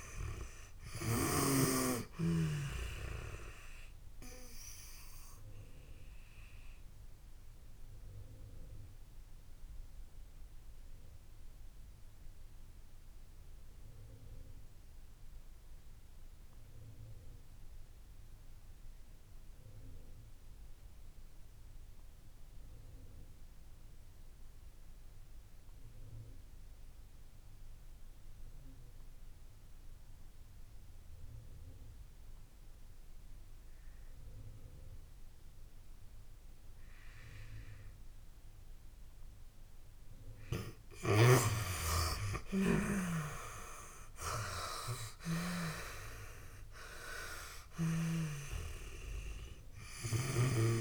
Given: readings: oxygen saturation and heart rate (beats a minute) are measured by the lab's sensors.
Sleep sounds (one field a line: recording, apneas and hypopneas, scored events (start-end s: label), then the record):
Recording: breathing in sleep by a room microphone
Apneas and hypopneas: 1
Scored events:
3.00-29.00 s: oxygen desaturation (device-marked, oxygen 98% before, 84% lowest)
4.00-39.00 s: obstructive apnea (oxygen 98% before, 77% lowest)
39.00-50.81 s: oxygen desaturation (device-marked, oxygen 96% before, 77% lowest)
42.00-45.50 s: arousal
From the record:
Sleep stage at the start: N2 (light sleep)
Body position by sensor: on the back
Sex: female